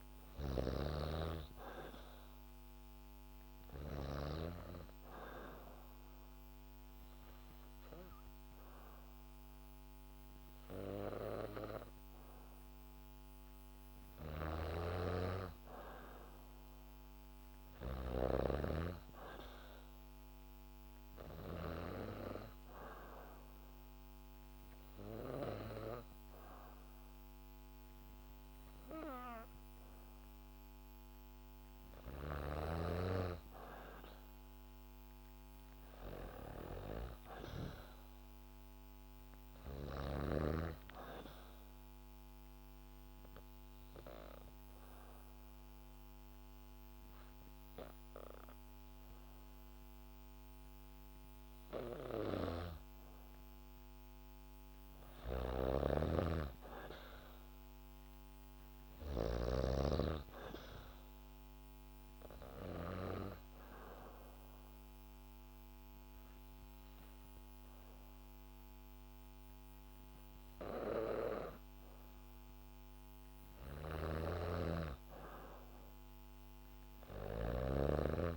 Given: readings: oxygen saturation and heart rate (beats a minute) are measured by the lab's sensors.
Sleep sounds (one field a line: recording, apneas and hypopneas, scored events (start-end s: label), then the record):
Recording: breathing in sleep by a microphone on the trachea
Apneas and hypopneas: 4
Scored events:
0.00-4.00 s: snoring (device-marked)
4.50-14.50 s: obstructive apnea (oxygen 96% before, 92% lowest, heart rate 71 before, 67 extreme, up 3 after)
14.00-21.50 s: snoring (device-marked)
16.50-19.00 s: arousal
21.50-31.50 s: obstructive apnea (oxygen 95% before, 92% lowest, heart rate 72 before, 67 extreme, up 1 after)
22.00-33.00 s: oxygen desaturation (device-marked, oxygen 95% before, 92% lowest, heart rate 72 before, 67 extreme)
34.50-37.50 s: arousal
41.00-52.50 s: obstructive apnea (oxygen 95% before, 92% lowest, heart rate 71 before, 67 extreme, up 1 after)
41.00-54.00 s: oxygen desaturation (device-marked, oxygen 95% before, 92% lowest, heart rate 71 before, 67 extreme)
55.00-57.50 s: arousal
55.00-59.00 s: snoring (device-marked)
59.00-72.00 s: oxygen desaturation (device-marked, oxygen 97% before, 92% lowest, heart rate 71 before, 69 extreme)
62.00-72.50 s: obstructive apnea (oxygen 97% before, 92% lowest, heart rate 71 before, 69 extreme, up 1 after)
73.50-77.00 s: arousal
73.50-78.37 s: snoring (device-marked)
From the record:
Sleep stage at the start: N2 (light sleep)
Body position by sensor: on the back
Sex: female